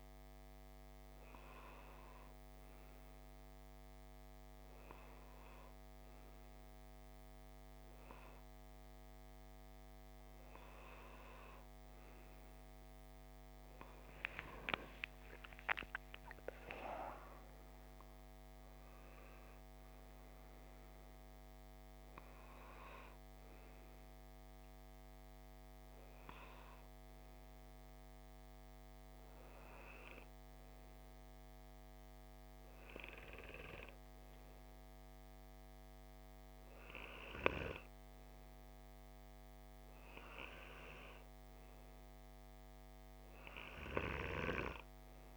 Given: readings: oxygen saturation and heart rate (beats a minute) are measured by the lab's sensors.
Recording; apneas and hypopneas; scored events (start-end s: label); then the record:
breathing in sleep by a microphone on the trachea; none
none scored
From the record:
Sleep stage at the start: N2 (light sleep); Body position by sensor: on the left side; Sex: male